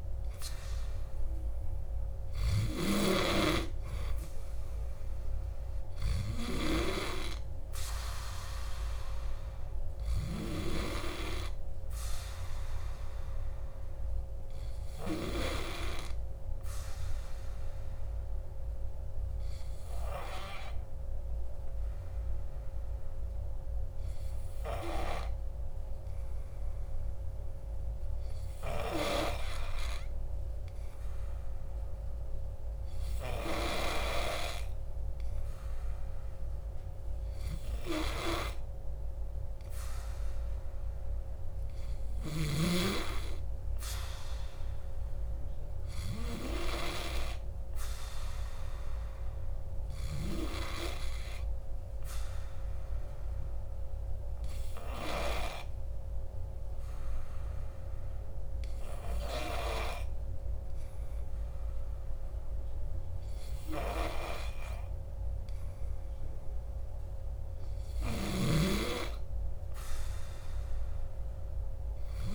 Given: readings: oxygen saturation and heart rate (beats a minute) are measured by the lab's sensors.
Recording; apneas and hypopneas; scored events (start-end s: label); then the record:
breathing in sleep by a room microphone; 2
3.00-18.00 s: oxygen desaturation (device-marked, oxygen 96% before, 92% lowest, heart rate 60 before, 58 extreme)
14.00-27.50 s: hypopnea (oxygen 96% before, 92% lowest, heart rate 60 before, 58 extreme, up 0 after)
52.50-65.50 s: hypopnea (oxygen 97% before, 94% lowest, heart rate 60 before, 57 extreme, up 2 after)
66.00-69.00 s: arousal
From the record:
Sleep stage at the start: N2 (light sleep); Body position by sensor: on the back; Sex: male